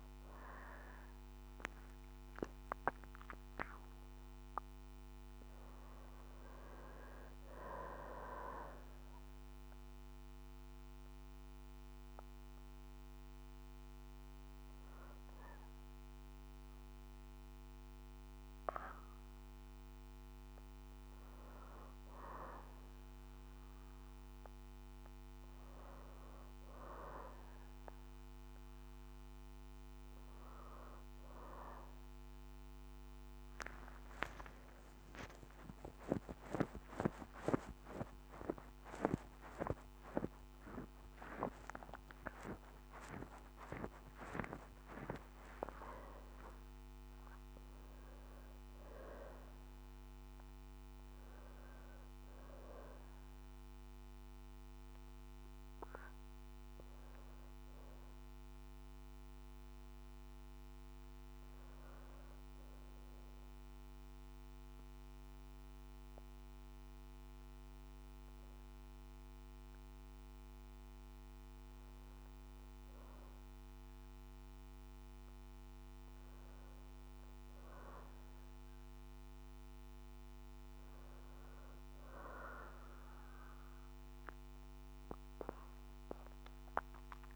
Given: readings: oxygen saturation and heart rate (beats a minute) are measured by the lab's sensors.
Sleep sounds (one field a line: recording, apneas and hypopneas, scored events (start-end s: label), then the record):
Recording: a person awake in a sleep study, by a microphone on the trachea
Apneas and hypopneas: 1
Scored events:
3.50-7.50 s: arousal
53.00-83.00 s: new sleep stage, N1 (lightest sleep)
63.50-74.50 s: hypopnea (oxygen 97% before, 93% lowest, heart rate 62 before, 58 extreme, up 1 after)
75.50-79.00 s: arousal
78.00-87.36 s: oxygen desaturation (device-marked, oxygen 97% before, 93% lowest, heart rate 60 before, 59 extreme)
83.00-87.36 s: new sleep stage, N2 (light sleep)
From the record:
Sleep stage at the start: awake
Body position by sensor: on the back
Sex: female